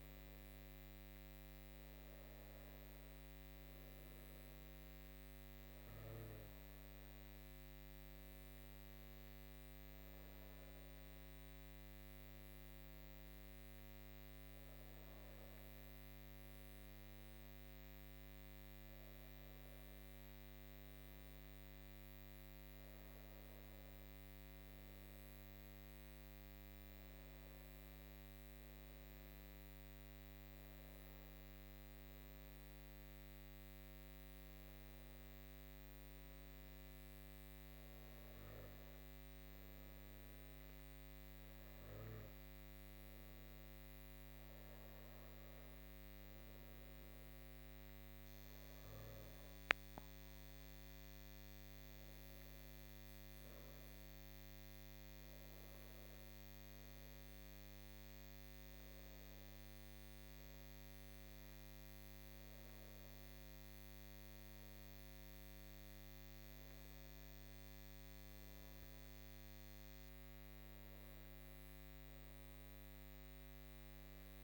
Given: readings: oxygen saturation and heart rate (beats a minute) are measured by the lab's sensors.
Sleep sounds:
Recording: breathing in sleep, hard to hear, by a microphone on the trachea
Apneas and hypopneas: none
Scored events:
11.00-74.44 s: new sleep stage, N2 (light sleep)
From the record:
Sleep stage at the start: N1 (lightest sleep)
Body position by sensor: on the front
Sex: female

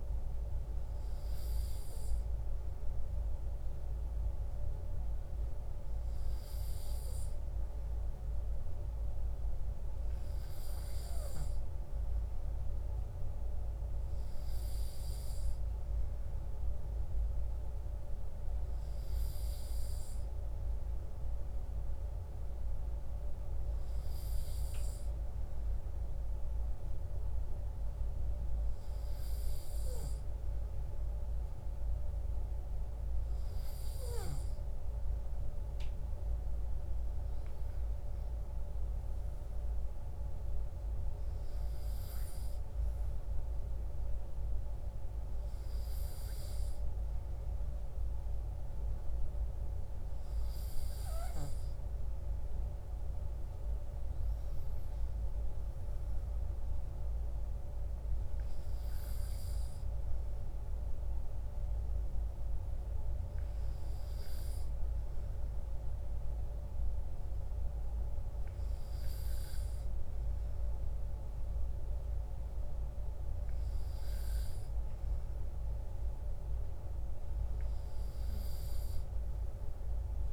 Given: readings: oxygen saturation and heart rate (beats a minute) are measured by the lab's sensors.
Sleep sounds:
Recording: breathing in sleep, hard to hear, by a room microphone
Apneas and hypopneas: none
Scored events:
none scored
From the record:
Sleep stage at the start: N2 (light sleep)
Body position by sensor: on the right side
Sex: male

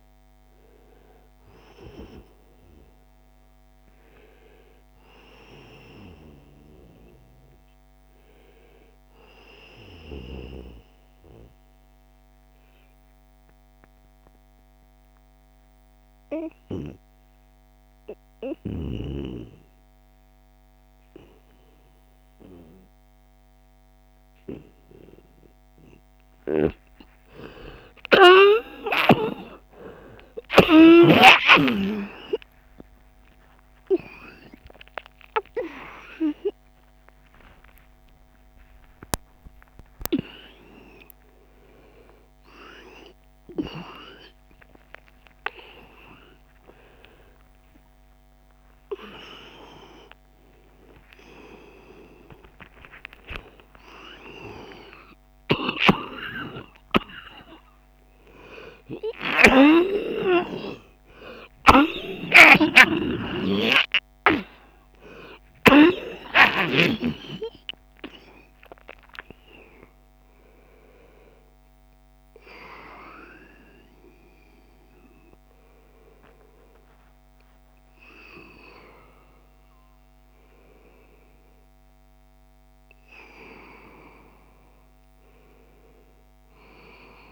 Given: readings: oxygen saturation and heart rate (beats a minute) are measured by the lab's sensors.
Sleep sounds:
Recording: a person partly awake in a sleep study, by a microphone on the trachea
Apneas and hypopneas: 1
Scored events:
5.00-8.50 s: arousal
11.50-24.00 s: obstructive apnea (oxygen 97% before, 94% lowest, heart rate 86 before, 71 extreme, up 42 after)
28.50-30.50 s: long interval between heartbeats (device-marked, heart rate 77 before, 82 extreme)
31.50-33.50 s: long interval between heartbeats (device-marked, heart rate 78 before, 115 extreme)
36.50-38.50 s: long interval between heartbeats (device-marked, heart rate 93 before, 148 extreme)
39.00-41.00 s: long interval between heartbeats (device-marked, heart rate 104 before, 159 extreme)
43.00-73.00 s: new sleep stage, awake
46.00-48.00 s: long interval between heartbeats (device-marked, heart rate 128 before, 108 extreme)
48.50-50.50 s: long interval between heartbeats (device-marked, heart rate 131 before, 115 extreme)
54.50-59.00 s: snoring (device-marked)
59.00-61.00 s: long interval between heartbeats (device-marked, heart rate 118 before, 97 extreme)
61.00-65.00 s: snoring (device-marked)
61.50-63.50 s: long interval between heartbeats (device-marked, heart rate 112 before, 111 extreme)
73.00-87.32 s: new sleep stage, N1 (lightest sleep)
77.00-87.32 s: oxygen desaturation (device-marked, oxygen 97% before, 92% lowest, heart rate 105 before, 84 extreme)
From the record:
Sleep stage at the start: N1 (lightest sleep)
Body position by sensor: on the back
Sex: male

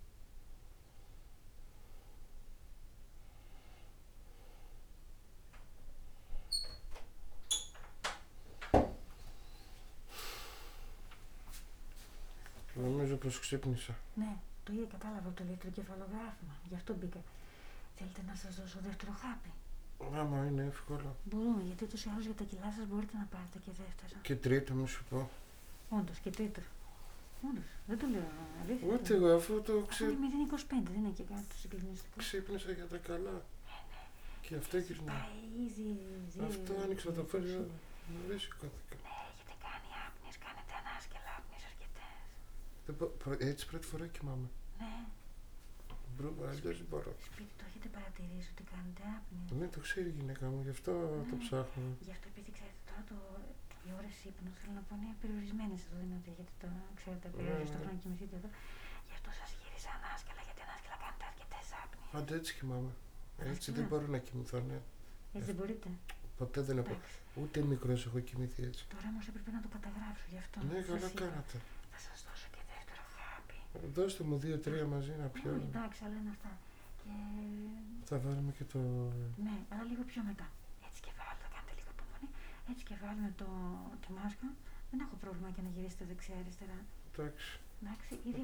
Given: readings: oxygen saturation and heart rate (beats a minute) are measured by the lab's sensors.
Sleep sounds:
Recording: a person awake in a sleep study, by a room microphone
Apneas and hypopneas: none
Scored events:
2.00-11.00 s: oxygen desaturation (device-marked, oxygen 97% before, 93% lowest, heart rate 64 before, 60 extreme)
2.00-88.44 s: new sleep stage, awake
19.50-32.50 s: snoring (device-marked)
37.00-49.50 s: snoring (device-marked)
57.00-62.00 s: snoring (device-marked)
64.00-78.00 s: snoring (device-marked)
From the record:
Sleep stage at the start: N2 (light sleep)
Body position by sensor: on the back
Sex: male

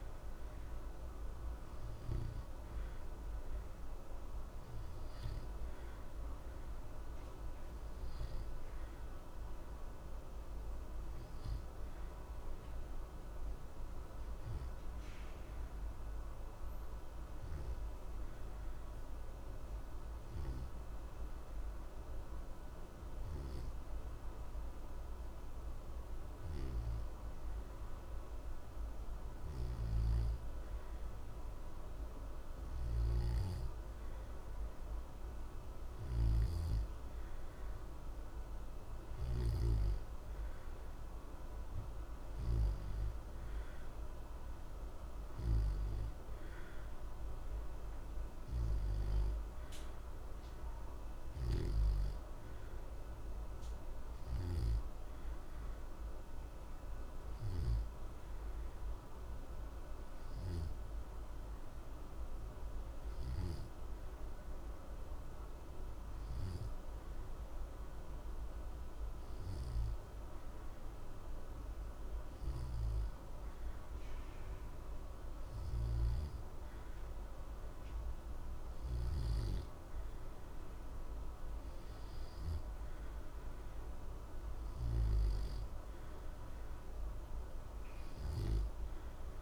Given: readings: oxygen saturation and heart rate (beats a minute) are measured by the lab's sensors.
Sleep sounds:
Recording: breathing in sleep, hard to hear, by a room microphone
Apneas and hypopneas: 1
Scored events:
14.00-30.50 s: hypopnea (oxygen 92% before, 90% lowest, heart rate 60 before, 60 extreme, up 0 after)
33.00-37.50 s: arousal
From the record:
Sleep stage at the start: N2 (light sleep)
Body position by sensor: on the back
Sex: male

